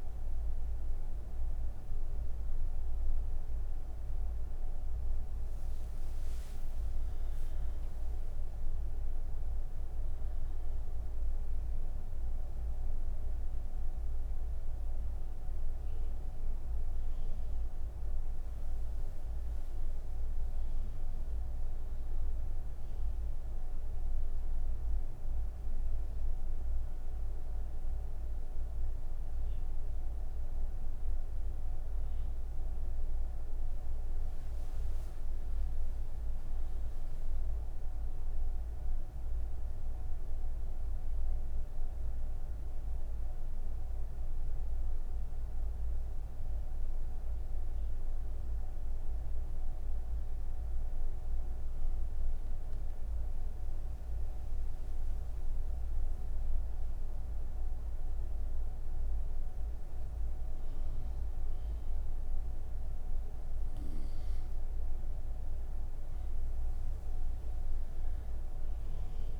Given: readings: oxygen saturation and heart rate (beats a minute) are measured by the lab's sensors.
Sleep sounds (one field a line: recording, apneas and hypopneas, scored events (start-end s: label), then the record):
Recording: breathing in sleep, hard to hear, by a room microphone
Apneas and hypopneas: none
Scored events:
none scored
From the record:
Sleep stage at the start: N3 (deep sleep)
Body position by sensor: on the right side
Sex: female